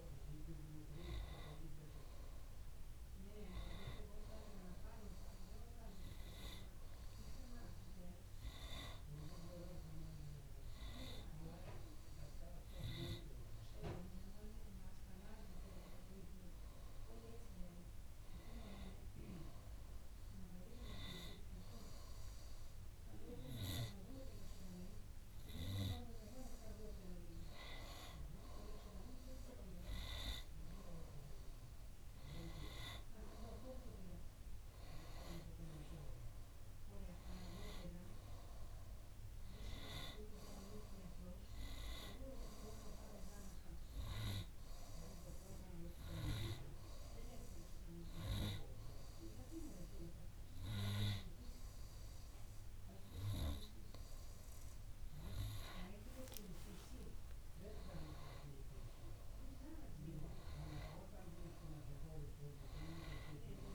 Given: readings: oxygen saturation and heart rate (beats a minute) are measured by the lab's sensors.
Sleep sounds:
breathing in sleep by a room microphone; 2
4.50-15.00 s: hypopnea (oxygen 96% before, 94% lowest, heart rate 59 before, 59 extreme, up 1 after)
16.00-20.50 s: arousal
45.00-56.00 s: hypopnea (oxygen 95% before, 94% lowest, heart rate 60 before, 59 extreme, up 1 after)
57.50-61.50 s: arousal
From the record:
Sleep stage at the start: N2 (light sleep); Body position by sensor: on the right side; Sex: male

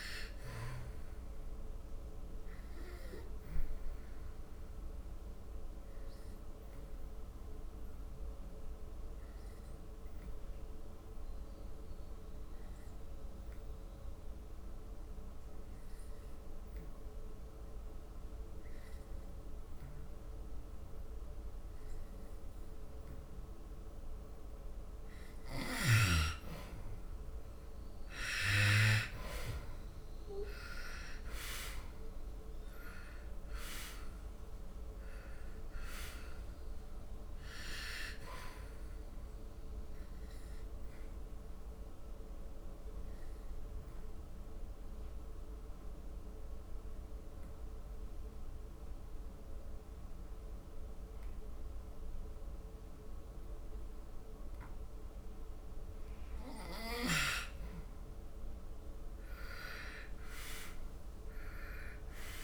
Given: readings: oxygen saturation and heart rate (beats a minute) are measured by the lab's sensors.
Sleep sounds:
breathing in sleep by a room microphone; 2
0.00-12.50 s: oxygen desaturation (device-marked, oxygen 86% lowest, heart rate 68 extreme)
3.00-26.00 s: obstructive apnea (oxygen 98% before, 84% lowest, heart rate 74 before, 68 extreme, up 10 after)
23.50-52.50 s: oxygen desaturation (device-marked, oxygen 99% before, 84% lowest, heart rate 75 before, 69 extreme)
28.00-32.00 s: arousal
39.50-55.50 s: obstructive apnea (oxygen 99% before, 84% lowest, heart rate 74 before, 69 extreme, up 4 after)
57.50-62.00 s: arousal
60.50-62.44 s: oxygen desaturation (device-marked, oxygen 98% before, 87% lowest, heart rate 75 before, 69 extreme)
From the record:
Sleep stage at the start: N2 (light sleep); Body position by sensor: on the back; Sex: male

